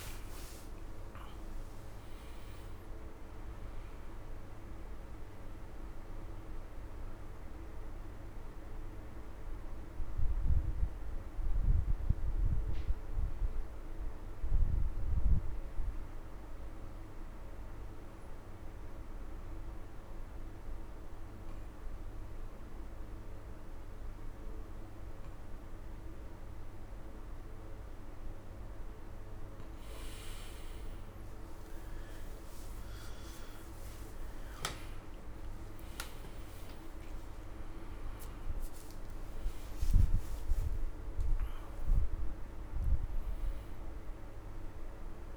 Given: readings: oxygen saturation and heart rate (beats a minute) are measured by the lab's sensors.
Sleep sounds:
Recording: breathing in sleep, hard to hear, by a room microphone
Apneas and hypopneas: 1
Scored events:
0.00-1.50 s: arousal
0.00-21.50 s: oxygen desaturation (device-marked, oxygen 85% lowest, heart rate 78 extreme)
9.00-29.00 s: obstructive apnea (oxygen 98% before, 85% lowest, heart rate 101 before, 78 extreme, up 30 after)
33.50-45.37 s: oxygen desaturation (device-marked, oxygen 100% before, 85% lowest, heart rate 102 before, 86 extreme)
34.50-39.50 s: arousal
From the record:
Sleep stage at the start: N2 (light sleep)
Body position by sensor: on the right side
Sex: male

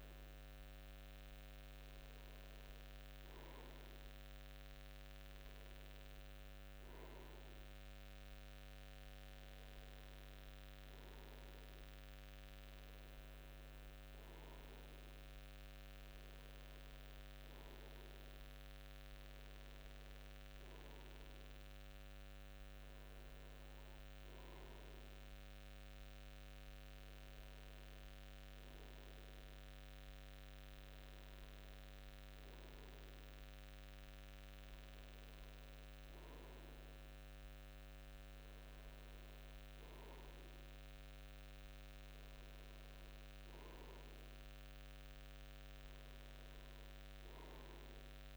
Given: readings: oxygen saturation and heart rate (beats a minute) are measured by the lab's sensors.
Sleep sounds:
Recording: breathing in sleep, hard to hear, by a microphone on the trachea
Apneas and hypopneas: none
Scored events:
none scored
From the record:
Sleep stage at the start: N2 (light sleep)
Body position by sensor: on the front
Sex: male

